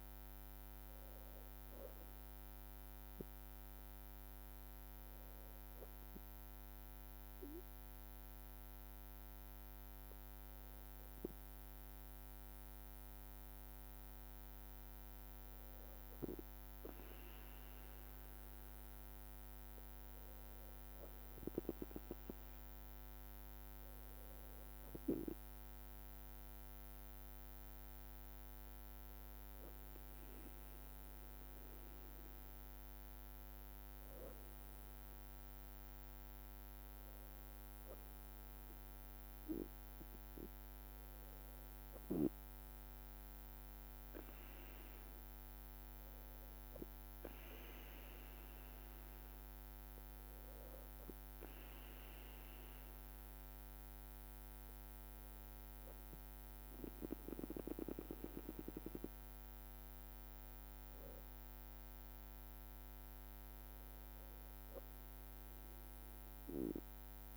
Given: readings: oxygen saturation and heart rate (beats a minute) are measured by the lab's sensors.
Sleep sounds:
breathing in sleep by a microphone on the trachea; 1
0.00-5.00 s: drop in pulse transit time (device-marked, heart rate 50 extreme)
6.00-18.50 s: hypopnea (oxygen 96% before, 95% lowest, heart rate 51 before, 50 extreme, up 4 after)
22.50-26.50 s: arousal
42.00-67.37 s: new sleep stage, N2 (light sleep)
From the record:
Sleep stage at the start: N1 (lightest sleep); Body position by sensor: on the back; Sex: female

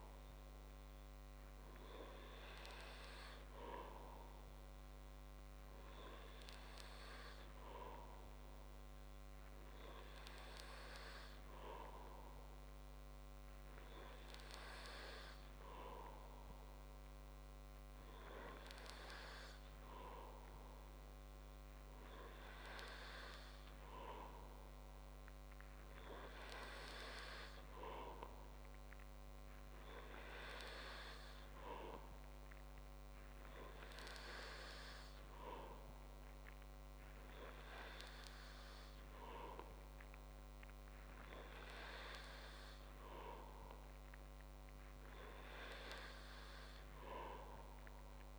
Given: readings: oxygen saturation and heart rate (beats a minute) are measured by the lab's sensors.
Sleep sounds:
breathing in sleep by a microphone on the trachea; none
37.00-48.39 s: new sleep stage, N2 (light sleep)
From the record:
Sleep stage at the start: N3 (deep sleep); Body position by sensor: on the back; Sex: male

